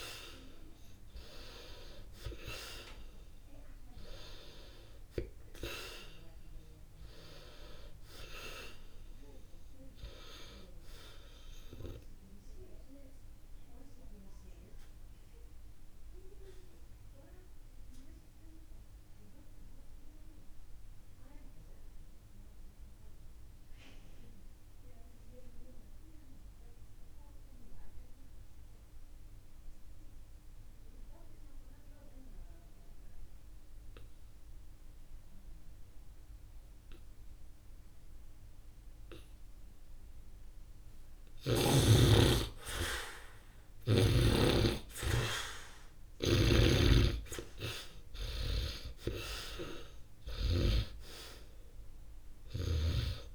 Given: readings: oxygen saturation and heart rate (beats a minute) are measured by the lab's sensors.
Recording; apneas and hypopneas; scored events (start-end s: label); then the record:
breathing in sleep by a room microphone; 1
0.00-18.00 s: oxygen desaturation (device-marked, oxygen 77% lowest, heart rate 52 extreme)
13.00-39.50 s: obstructive apnea (oxygen 98% before, 72% lowest, heart rate 65 before, 54 extreme, up 1 after)
36.00-53.35 s: oxygen desaturation (device-marked, oxygen 100% before, 77% lowest, heart rate 69 before, 47 extreme)
41.50-46.50 s: arousal
46.00-50.50 s: snoring (device-marked)
From the record:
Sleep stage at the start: N2 (light sleep); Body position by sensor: on the back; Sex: male